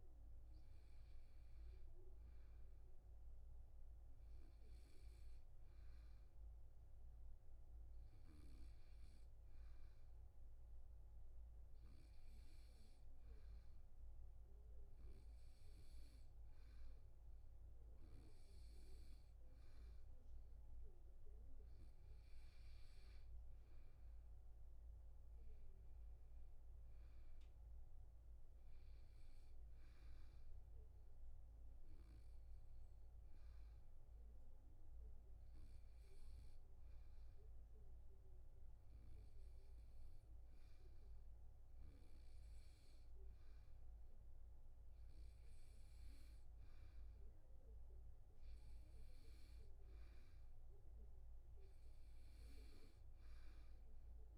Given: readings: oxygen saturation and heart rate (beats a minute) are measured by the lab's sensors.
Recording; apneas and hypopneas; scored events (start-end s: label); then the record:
breathing in sleep, hard to hear, by a room microphone; 1
25.50-28.50 s: arousal
32.00-44.00 s: hypopnea (oxygen 95% before, 92% lowest, heart rate 79 before, 74 extreme, up 2 after)
46.50-50.00 s: arousal
From the record:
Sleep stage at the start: N2 (light sleep); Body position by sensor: on the back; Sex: male